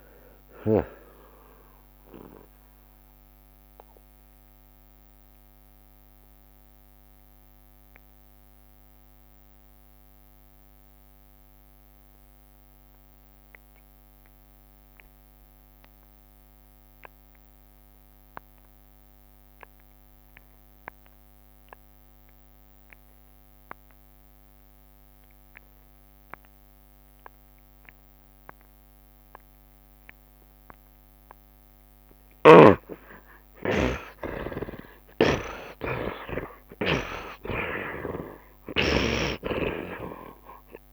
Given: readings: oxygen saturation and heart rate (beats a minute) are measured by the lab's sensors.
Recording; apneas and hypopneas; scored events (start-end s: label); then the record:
breathing in sleep by a microphone on the trachea; 1
0.00-1.50 s: long interval between heartbeats (device-marked, heart rate 101 extreme)
0.00-2.50 s: tachycardia (device-marked, heart rate 111 extreme)
0.00-17.50 s: oxygen desaturation (device-marked, oxygen 49% lowest, heart rate 60 extreme)
4.00-31.50 s: mixed apnea (oxygen 62% before, 49% lowest, heart rate 95 before, 60 extreme, up 59 after)
23.50-40.93 s: oxygen desaturation (device-marked, oxygen 90% before, 52% lowest, heart rate 74 before, 63 extreme)
32.50-39.50 s: snoring (device-marked)
33.00-38.50 s: arousal
33.50-39.50 s: tachycardia (device-marked, heart rate 80 before, 129 extreme)
34.50-36.50 s: long interval between heartbeats (device-marked, heart rate 70 before, 98 extreme)
36.50-38.50 s: long interval between heartbeats (device-marked, heart rate 73 before, 109 extreme)
39.00-40.93 s: long interval between heartbeats (device-marked, heart rate 79 before, 118 extreme)
From the record:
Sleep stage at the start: N2 (light sleep); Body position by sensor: on the right side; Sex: male